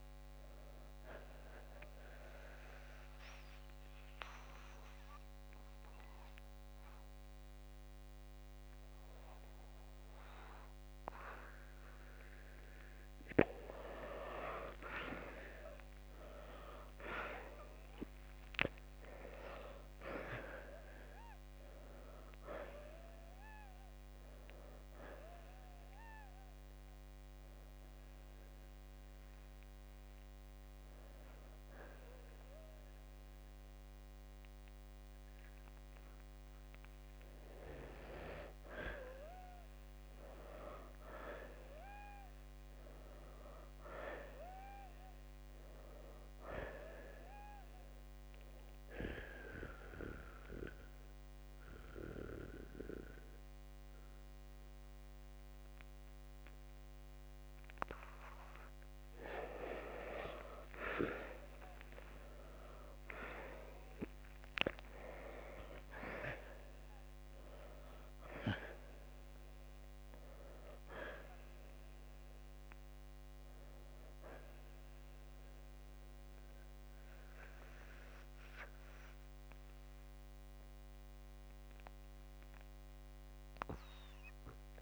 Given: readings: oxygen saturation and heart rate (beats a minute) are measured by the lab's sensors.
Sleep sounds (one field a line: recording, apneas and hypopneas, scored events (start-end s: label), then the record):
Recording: breathing in sleep by a microphone on the trachea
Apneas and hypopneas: 3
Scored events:
2.50-13.00 s: central apnea (oxygen 95% before, 83% lowest, heart rate 64 before, 58 extreme, up 10 after)
5.50-19.50 s: oxygen desaturation (device-marked, oxygen 93% before, 88% lowest, heart rate 64 before, 58 extreme)
17.00-21.00 s: arousal
25.00-37.50 s: hypopnea (oxygen 93% before, 83% lowest, heart rate 63 before, 58 extreme, up 6 after)
26.50-44.50 s: oxygen desaturation (device-marked, oxygen 93% before, 83% lowest, heart rate 64 before, 58 extreme)
40.00-44.00 s: arousal
49.00-59.00 s: mixed apnea (oxygen 96% before, 83% lowest, heart rate 65 before, 58 extreme, up 9 after)
50.50-66.50 s: oxygen desaturation (device-marked, oxygen 96% before, 88% lowest, heart rate 65 before, 58 extreme)
62.00-65.50 s: arousal
76.50-84.82 s: oxygen desaturation (device-marked, oxygen 92% before, 83% lowest, heart rate 66 before, 59 extreme)
From the record:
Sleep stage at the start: N2 (light sleep)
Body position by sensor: on the back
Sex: male